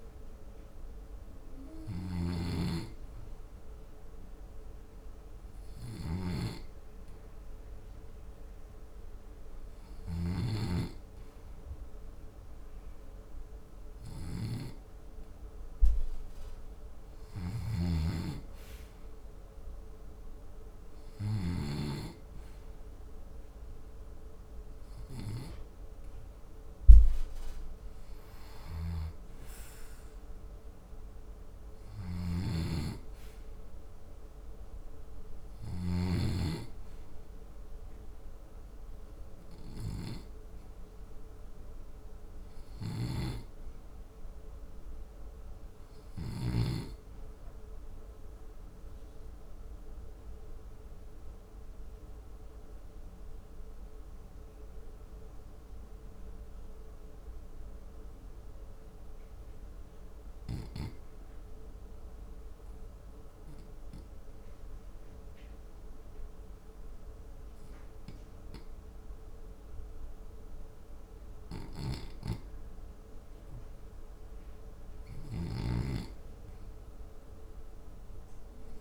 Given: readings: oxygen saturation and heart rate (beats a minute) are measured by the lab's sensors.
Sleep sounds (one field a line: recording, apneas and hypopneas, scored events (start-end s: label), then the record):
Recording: breathing in sleep by a room microphone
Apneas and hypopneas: 1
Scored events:
0.00-10.50 s: snoring (device-marked)
17.00-27.00 s: oxygen desaturation (device-marked, oxygen 95% before, 92% lowest, heart rate 69 before, 64 extreme)
17.50-21.50 s: snoring (device-marked)
30.00-78.81 s: new sleep stage, REM sleep
32.00-36.00 s: snoring (device-marked)
42.50-46.50 s: snoring (device-marked)
47.00-74.50 s: mixed apnea (oxygen 94% before, 72% lowest, heart rate 72 before, 57 extreme, up 2 after)
72.00-78.81 s: oxygen desaturation (device-marked, oxygen 93% before, 76% lowest, heart rate 63 before, 54 extreme)
75.00-78.81 s: snoring (device-marked)
77.50-78.81 s: arousal
From the record:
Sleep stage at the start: N2 (light sleep)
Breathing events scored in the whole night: 401 in 5.4 hours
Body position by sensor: on the left side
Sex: male